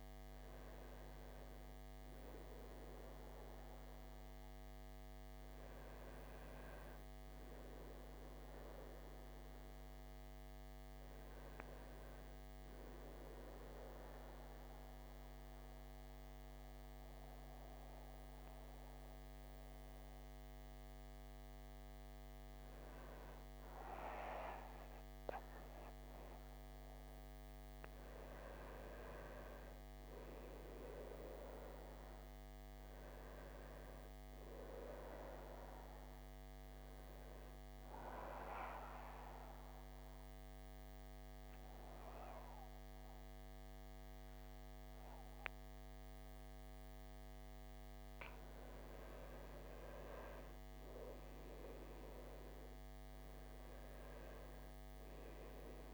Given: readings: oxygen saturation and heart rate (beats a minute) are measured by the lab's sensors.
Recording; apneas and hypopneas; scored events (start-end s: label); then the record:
breathing in sleep by a microphone on the trachea; 2
7.00-10.50 s: arousal
13.00-23.00 s: central apnea (oxygen 97% before, 90% lowest)
25.50-29.50 s: arousal
36.50-50.50 s: oxygen desaturation (device-marked, oxygen 96% before, 92% lowest)
38.50-48.50 s: obstructive apnea (oxygen 97% before, 90% lowest)
54.50-55.94 s: arousal
From the record:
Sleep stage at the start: N2 (light sleep); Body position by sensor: on the back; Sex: male